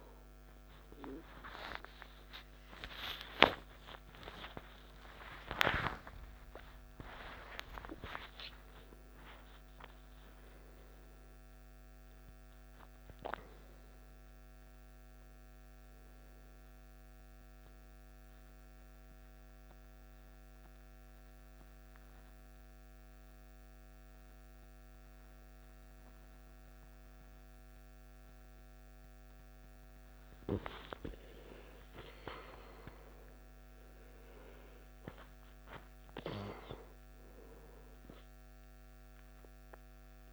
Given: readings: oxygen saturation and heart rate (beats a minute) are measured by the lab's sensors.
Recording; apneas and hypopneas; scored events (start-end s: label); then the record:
a person partly awake in a sleep study, by a microphone on the trachea; 1
5.50-7.50 s: long interval between heartbeats (device-marked, heart rate 67 before, 89 extreme)
16.50-40.33 s: new sleep stage, N1 (lightest sleep)
20.50-30.50 s: central apnea (oxygen 98% before, 88% lowest, heart rate 80 before, 58 extreme, up 10 after)
32.00-35.50 s: arousal
34.50-40.33 s: oxygen desaturation (device-marked, oxygen 98% before, 90% lowest, heart rate 66 before, 58 extreme)
From the record:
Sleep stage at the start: awake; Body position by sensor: on the back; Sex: male